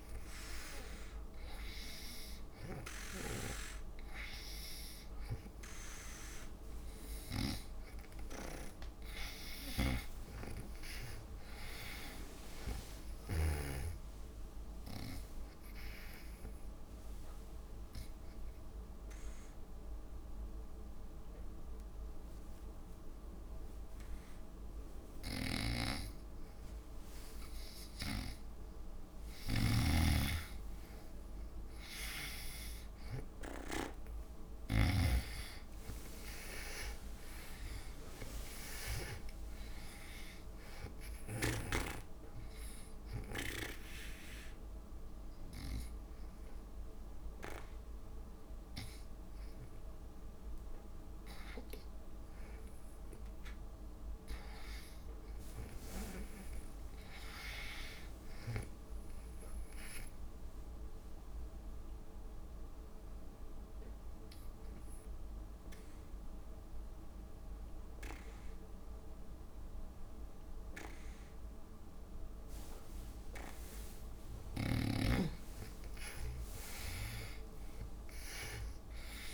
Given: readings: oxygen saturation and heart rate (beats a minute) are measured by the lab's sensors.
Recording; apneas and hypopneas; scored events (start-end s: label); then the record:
breathing in sleep by a room microphone; 3
0.00-14.00 s: snoring (device-marked)
0.00-14.50 s: oxygen desaturation (device-marked, oxygen 87% lowest)
15.00-27.00 s: obstructive apnea (oxygen 96% before, 85% lowest)
25.50-35.50 s: snoring (device-marked)
30.00-34.00 s: arousal
34.50-51.50 s: oxygen desaturation (device-marked, oxygen 95% before, 85% lowest)
42.50-53.50 s: obstructive apnea (oxygen 95% before, 87% lowest)
54.50-57.50 s: arousal
61.00-74.00 s: obstructive apnea (oxygen 97% before, 87% lowest)
75.50-79.00 s: arousal
From the record:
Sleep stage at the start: N2 (light sleep); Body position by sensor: on the back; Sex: female